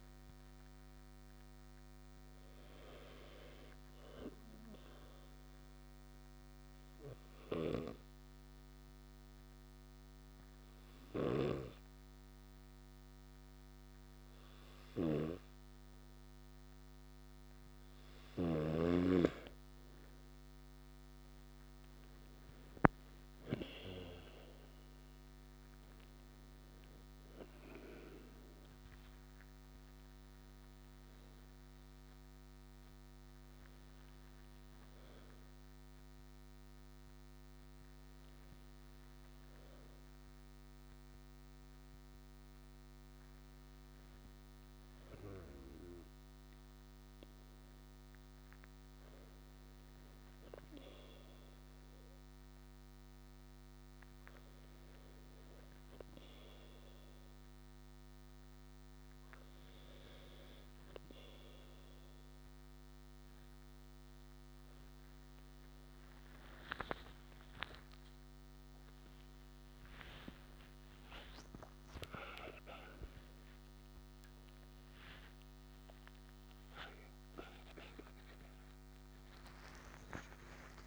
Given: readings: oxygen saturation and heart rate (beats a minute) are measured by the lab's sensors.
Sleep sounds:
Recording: breathing in sleep by a microphone on the trachea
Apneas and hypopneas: 2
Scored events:
5.50-18.50 s: mixed apnea (oxygen 97% before, 93% lowest, heart rate 74 before, 73 extreme, up 2 after)
21.00-25.00 s: arousal
25.00-44.00 s: oxygen desaturation (device-marked, oxygen 97% before, 93% lowest, heart rate 75 before, 71 extreme)
51.50-65.00 s: hypopnea (oxygen 98% before, 95% lowest, heart rate 76 before, 71 extreme, up 10 after)
From the record:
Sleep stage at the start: N2 (light sleep)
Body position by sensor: on the right side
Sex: male

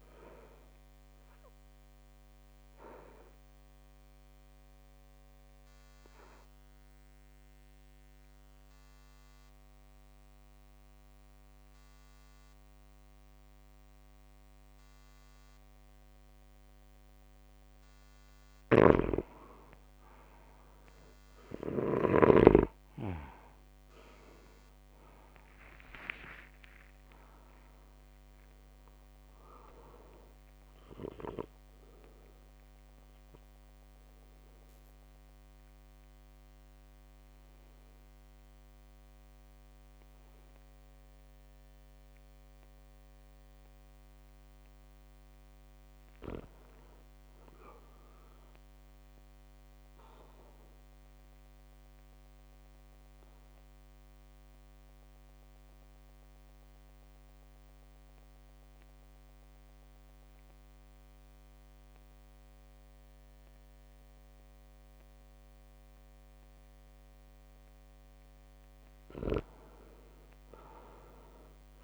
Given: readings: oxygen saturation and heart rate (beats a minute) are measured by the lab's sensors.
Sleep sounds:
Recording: breathing in sleep by a microphone on the trachea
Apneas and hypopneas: 3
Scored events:
1.50-17.50 s: obstructive apnea (oxygen 99% before, 95% lowest, heart rate 60 before, 56 extreme, up 3 after)
18.50-22.00 s: snoring (device-marked)
20.00-23.50 s: arousal
25.50-57.50 s: drop in pulse transit time (device-marked, heart rate 58 before, 56 extreme)
31.50-45.00 s: obstructive apnea (oxygen 100% before, 95% lowest, heart rate 59 before, 56 extreme, up 5 after)
33.50-52.50 s: oxygen desaturation (device-marked, oxygen 98% before, 95% lowest, heart rate 59 before, 56 extreme)
47.00-49.00 s: arousal
51.00-67.00 s: obstructive apnea (oxygen 99% before, 95% lowest, heart rate 58 before, 56 extreme, up 4 after)
69.00-71.84 s: snoring (device-marked)
70.00-71.84 s: arousal
From the record:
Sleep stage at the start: REM sleep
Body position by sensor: on the back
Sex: male

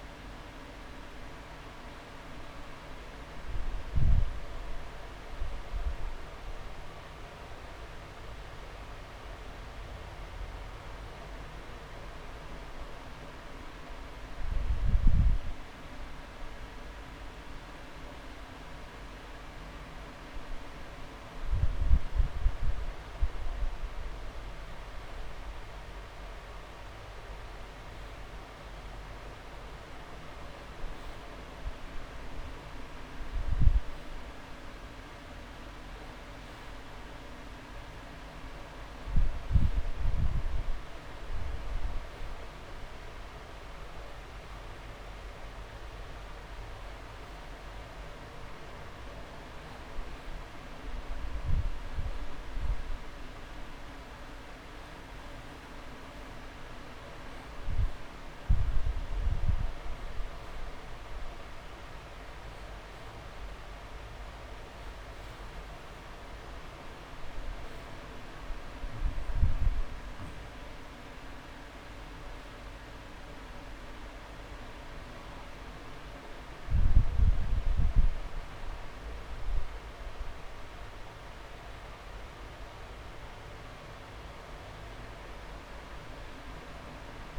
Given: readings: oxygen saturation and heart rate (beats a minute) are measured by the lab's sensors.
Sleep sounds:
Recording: breathing in sleep, hard to hear, by a room microphone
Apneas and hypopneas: none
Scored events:
2.00-20.00 s: oxygen desaturation (device-marked, oxygen 97% before, 94% lowest)
21.00-30.00 s: drop in pulse transit time (device-marked)
23.50-25.50 s: long interval between heartbeats (device-marked)
81.00-87.39 s: drop in pulse transit time (device-marked)
From the record:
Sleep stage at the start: N2 (light sleep)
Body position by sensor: on the back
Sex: male

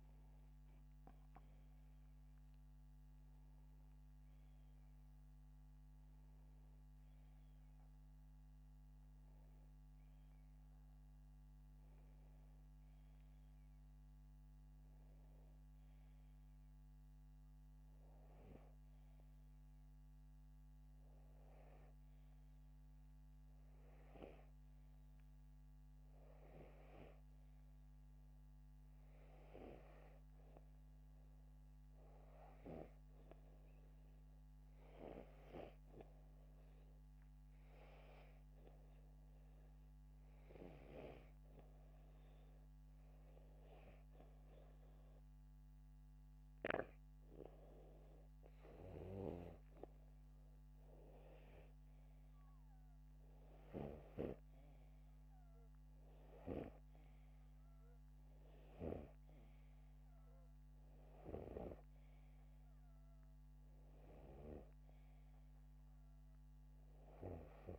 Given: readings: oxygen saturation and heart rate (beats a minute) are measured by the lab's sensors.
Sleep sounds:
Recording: breathing in sleep by a microphone on the trachea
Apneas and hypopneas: 1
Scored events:
0.00-2.00 s: arousal
28.50-43.00 s: hypopnea (oxygen 96% before, 92% lowest, heart rate 79 before, 75 extreme, up 1 after)
45.50-50.50 s: arousal
From the record:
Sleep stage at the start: N2 (light sleep)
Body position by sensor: upright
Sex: male

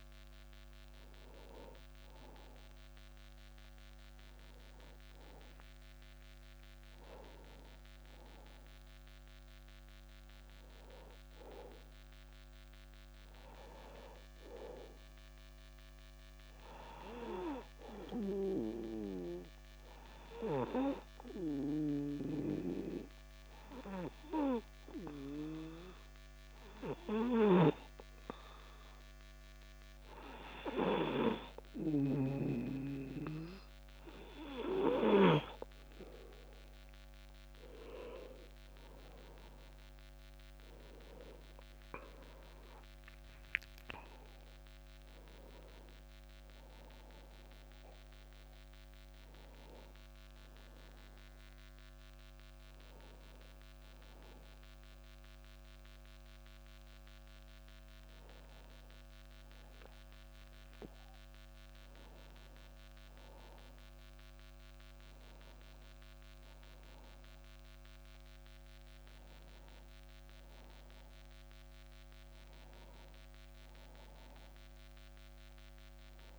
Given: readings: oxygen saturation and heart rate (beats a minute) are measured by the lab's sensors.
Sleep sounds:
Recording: breathing in sleep by a microphone on the trachea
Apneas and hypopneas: 1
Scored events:
7.00-11.00 s: arousal
16.00-34.00 s: obstructive apnea (oxygen 98% before, 94% lowest, heart rate 47 before, 36 extreme, up 0 after)
36.00-39.50 s: arousal
From the record:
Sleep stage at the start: N2 (light sleep)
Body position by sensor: on the back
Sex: male

